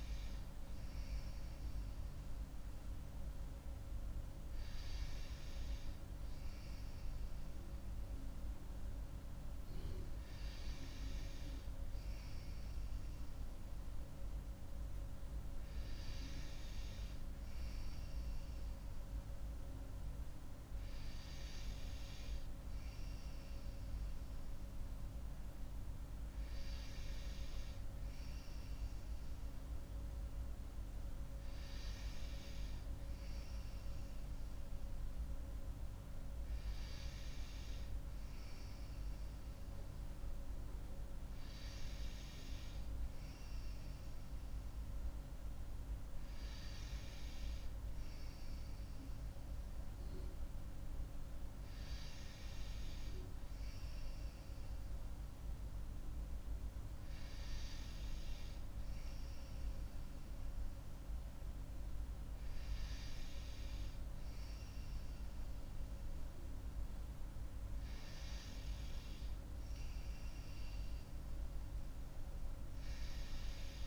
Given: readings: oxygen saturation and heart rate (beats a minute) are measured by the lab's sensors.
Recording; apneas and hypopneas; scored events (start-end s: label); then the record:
breathing in sleep, hard to hear, by a room microphone; none
none scored
From the record:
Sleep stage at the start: N2 (light sleep); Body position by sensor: on the right side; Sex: female